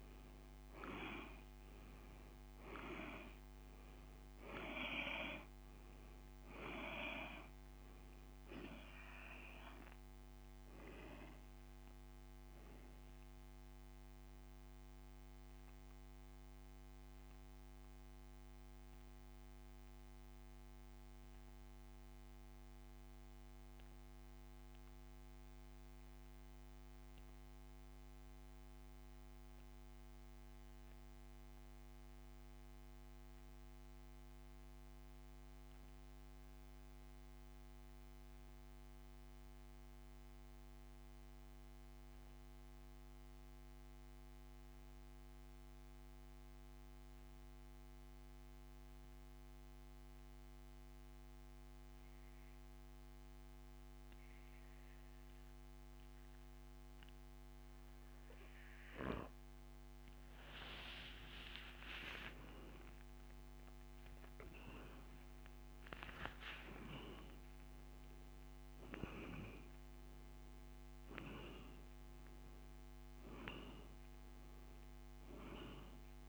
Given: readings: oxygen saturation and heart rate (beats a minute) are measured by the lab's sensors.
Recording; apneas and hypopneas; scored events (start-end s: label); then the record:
breathing in sleep by a microphone on the trachea; 1
15.00-59.00 s: mixed apnea (oxygen 98% before, 87% lowest)
34.00-50.00 s: oxygen desaturation (device-marked, oxygen 95% before, 88% lowest)
61.50-66.00 s: arousal
69.00-70.00 s: oxygen desaturation (device-marked, oxygen 98% before, 95% lowest)
From the record:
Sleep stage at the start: N2 (light sleep); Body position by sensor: on the back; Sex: male